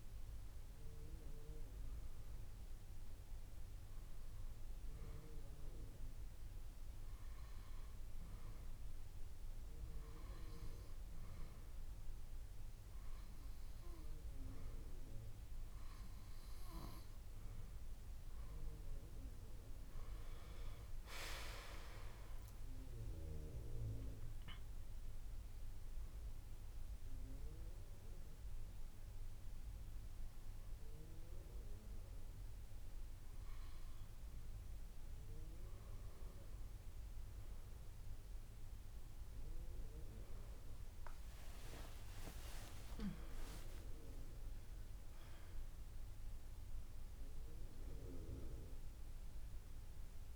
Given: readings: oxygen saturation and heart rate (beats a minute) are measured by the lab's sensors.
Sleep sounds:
breathing in sleep by a room microphone; 1
0.00-1.00 s: arousal
0.00-1.50 s: long interval between heartbeats (device-marked)
4.00-12.00 s: drop in pulse transit time (device-marked)
5.50-7.50 s: long interval between heartbeats (device-marked, heart rate 45 before, 35 extreme)
6.00-18.00 s: hypopnea (oxygen 96% before, 92% lowest)
20.00-22.00 s: long interval between heartbeats (device-marked, heart rate 41 before, 66 extreme)
22.00-30.00 s: drop in pulse transit time (device-marked, heart rate 40 before, 39 extreme)
22.00-40.00 s: oxygen desaturation (device-marked, oxygen 96% before, 92% lowest)
26.00-28.00 s: long interval between heartbeats (device-marked, heart rate 40 before, 40 extreme)
32.50-34.50 s: long interval between heartbeats (device-marked, heart rate 42 before, 28 extreme)
39.00-41.00 s: long interval between heartbeats (device-marked, heart rate 42 before, 52 extreme)
42.00-46.00 s: arousal
42.00-50.36 s: drop in pulse transit time (device-marked)
43.50-45.50 s: long interval between heartbeats (device-marked, heart rate 40 before, 56 extreme)
48.00-50.36 s: oxygen desaturation (device-marked, oxygen 99% before, 95% lowest)
From the record:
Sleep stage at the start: N2 (light sleep); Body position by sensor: on the back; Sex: female

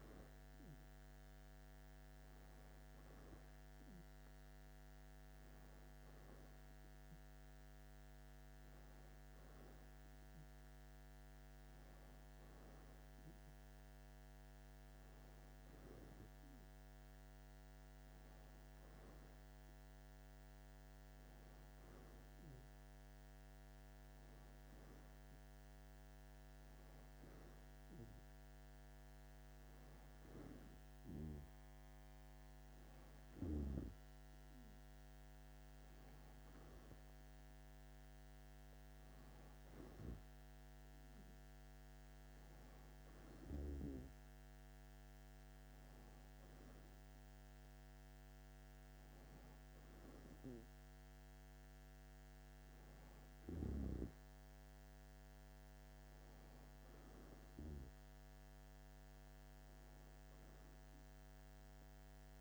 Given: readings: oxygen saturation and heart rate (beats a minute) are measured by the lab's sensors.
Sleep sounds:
breathing in sleep by a microphone on the trachea; none
none scored
From the record:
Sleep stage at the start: N1 (lightest sleep); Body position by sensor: on the back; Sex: male

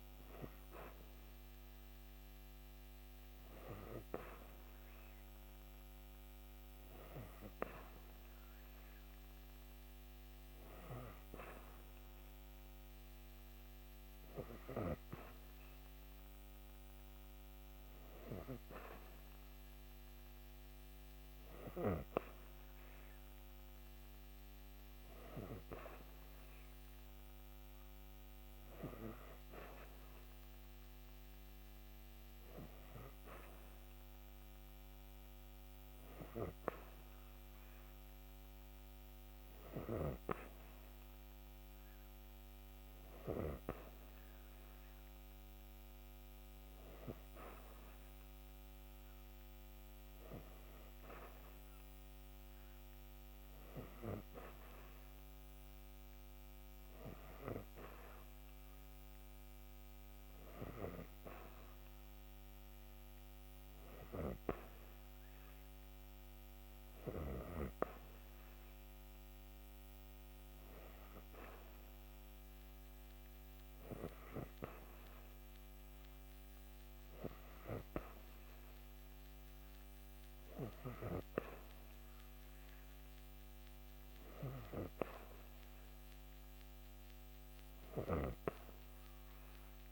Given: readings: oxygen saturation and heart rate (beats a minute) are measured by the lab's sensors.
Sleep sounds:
breathing in sleep by a microphone on the trachea; none
none scored
From the record:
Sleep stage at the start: N3 (deep sleep); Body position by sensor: on the back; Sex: female

